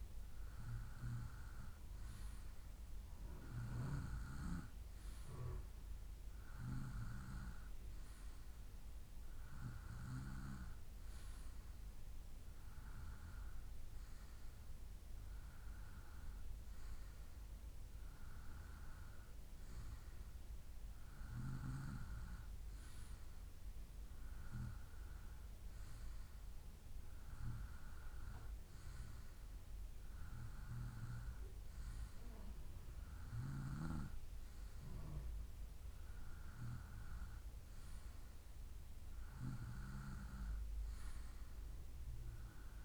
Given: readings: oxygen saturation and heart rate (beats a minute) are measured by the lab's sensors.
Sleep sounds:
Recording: breathing in sleep by a room microphone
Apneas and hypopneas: none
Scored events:
none scored
From the record:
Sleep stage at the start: N2 (light sleep)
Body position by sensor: on the right side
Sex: male

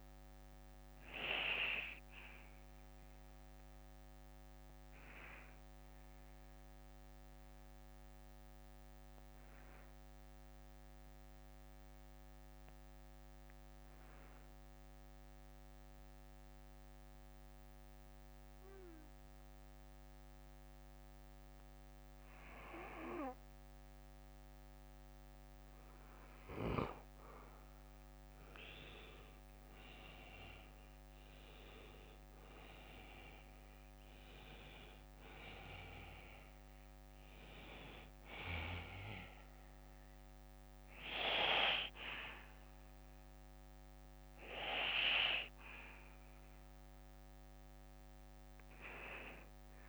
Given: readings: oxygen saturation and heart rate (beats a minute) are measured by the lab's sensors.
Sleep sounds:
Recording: breathing in sleep by a microphone on the trachea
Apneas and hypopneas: 1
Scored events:
0.00-4.50 s: bradycardia (device-marked, heart rate 52 extreme)
0.00-22.50 s: oxygen desaturation (device-marked, oxygen 90% lowest, heart rate 49 extreme)
5.50-25.50 s: bradycardia (device-marked, heart rate 59 before, 50 extreme)
5.50-26.00 s: mixed apnea (oxygen 98% before, 90% lowest, heart rate 62 before, 50 extreme, up 17 after)
29.50-34.00 s: arousal
40.50-46.50 s: bradycardia (device-marked, heart rate 59 before, 55 extreme)
40.50-49.88 s: oxygen desaturation (device-marked, oxygen 98% before, 93% lowest, heart rate 63 before, 55 extreme)
47.50-49.88 s: bradycardia (device-marked, heart rate 59 before, 57 extreme)
From the record:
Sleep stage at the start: N2 (light sleep)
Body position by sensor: on the back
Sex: male

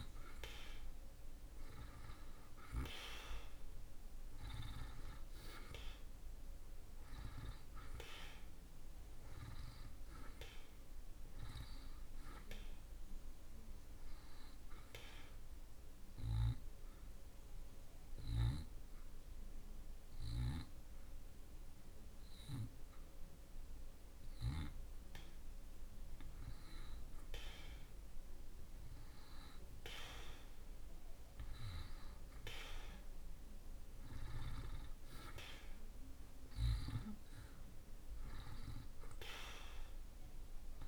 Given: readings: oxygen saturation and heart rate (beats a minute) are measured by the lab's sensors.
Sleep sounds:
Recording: breathing in sleep by a room microphone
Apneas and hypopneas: 1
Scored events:
0.50-6.00 s: arousal
15.50-26.00 s: obstructive apnea (oxygen 91% before, 86% lowest)
29.50-35.50 s: arousal
From the record:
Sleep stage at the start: N2 (light sleep)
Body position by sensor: on the back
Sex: male

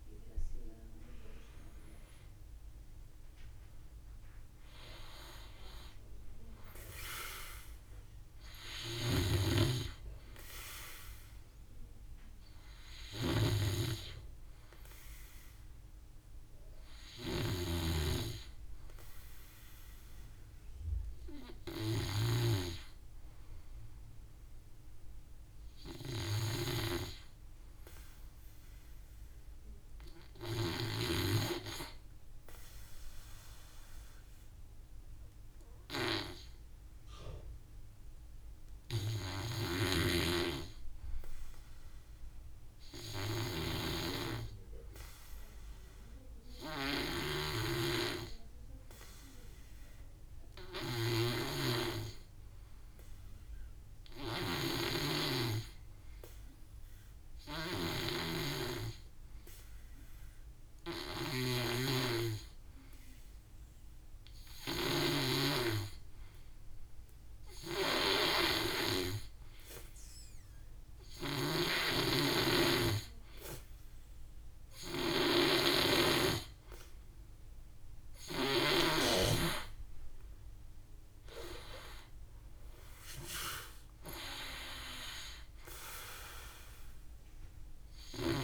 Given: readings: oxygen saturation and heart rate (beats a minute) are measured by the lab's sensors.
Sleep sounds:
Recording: breathing in sleep by a room microphone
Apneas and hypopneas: 1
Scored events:
0.00-13.00 s: drop in pulse transit time (device-marked, heart rate 49 extreme)
8.50-17.50 s: snoring (device-marked)
22.50-25.00 s: arousal
27.50-73.50 s: obstructive apnea (oxygen 96% before, 87% lowest, heart rate 57 before, 53 extreme, up 11 after)
37.00-83.00 s: oxygen desaturation (device-marked, oxygen 98% before, 87% lowest, heart rate 57 before, 52 extreme)
47.00-65.00 s: snoring (device-marked)
71.00-79.00 s: snoring (device-marked)
79.00-88.44 s: drop in pulse transit time (device-marked, heart rate 61 before, 59 extreme)
79.50-83.50 s: arousal
From the record:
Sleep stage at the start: N2 (light sleep)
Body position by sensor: on the back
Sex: male

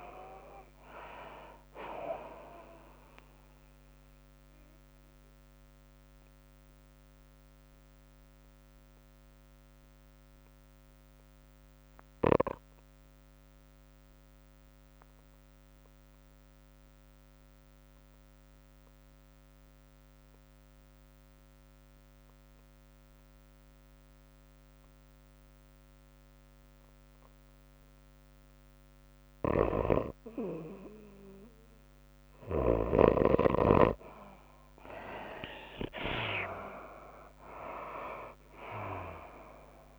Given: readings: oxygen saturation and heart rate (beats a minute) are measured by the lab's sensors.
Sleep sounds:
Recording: breathing in sleep by a microphone on the trachea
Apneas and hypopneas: 1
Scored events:
0.00-11.50 s: drop in pulse transit time (device-marked, heart rate 87 extreme)
0.00-14.50 s: oxygen desaturation (device-marked, oxygen 47% lowest, heart rate 64 extreme)
0.00-21.50 s: tachycardia (device-marked, heart rate 119 extreme)
3.50-30.00 s: mixed apnea (oxygen 66% before, 47% lowest, heart rate 81 before, 73 extreme, up 31 after)
16.50-39.99 s: oxygen desaturation (device-marked, oxygen 97% before, 60% lowest, heart rate 110 before, 73 extreme)
24.00-26.00 s: long interval between heartbeats (device-marked, heart rate 113 before, 95 extreme)
30.00-33.50 s: snoring (device-marked)
33.50-39.99 s: tachycardia (device-marked, heart rate 98 before, 117 extreme)
36.50-39.99 s: drop in pulse transit time (device-marked, heart rate 95 before, 102 extreme)
37.00-39.99 s: arousal
From the record:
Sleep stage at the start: REM sleep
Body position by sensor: on the back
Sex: female

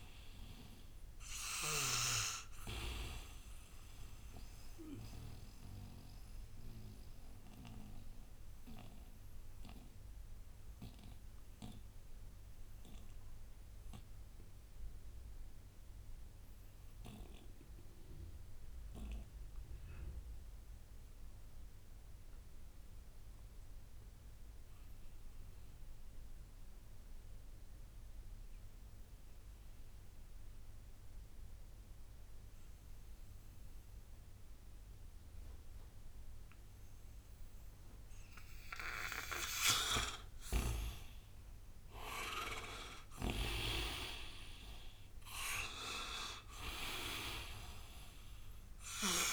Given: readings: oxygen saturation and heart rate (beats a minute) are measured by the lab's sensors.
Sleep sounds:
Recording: breathing in sleep by a room microphone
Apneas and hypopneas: 1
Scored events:
0.00-26.00 s: oxygen desaturation (device-marked, oxygen 78% lowest, heart rate 60 extreme)
3.50-37.00 s: mixed apnea (oxygen 98% before, 78% lowest, heart rate 66 before, 60 extreme, up 16 after)
38.00-49.33 s: oxygen desaturation (device-marked, oxygen 98% before, 82% lowest, heart rate 61 before, 59 extreme)
38.50-42.50 s: arousal
From the record:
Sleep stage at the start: N2 (light sleep)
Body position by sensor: on the right side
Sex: male

